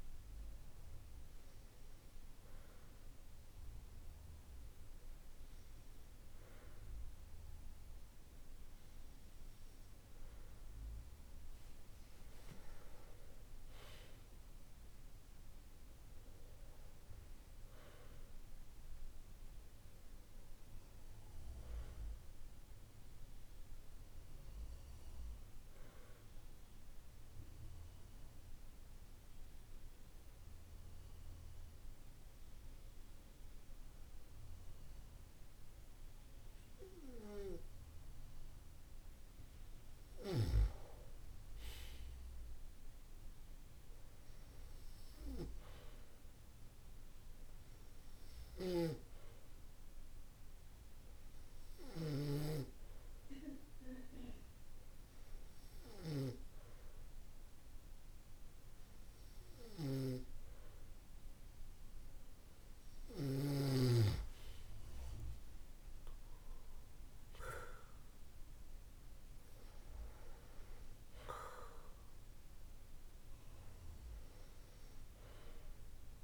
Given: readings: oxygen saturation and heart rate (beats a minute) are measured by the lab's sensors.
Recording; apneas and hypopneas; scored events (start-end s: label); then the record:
breathing in sleep by a room microphone; 1
25.00-38.00 s: hypopnea (oxygen 95% before, 93% lowest, heart rate 53 before, 49 extreme, up 8 after)
41.50-45.50 s: arousal
From the record:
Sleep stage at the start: N2 (light sleep); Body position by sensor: on the back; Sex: male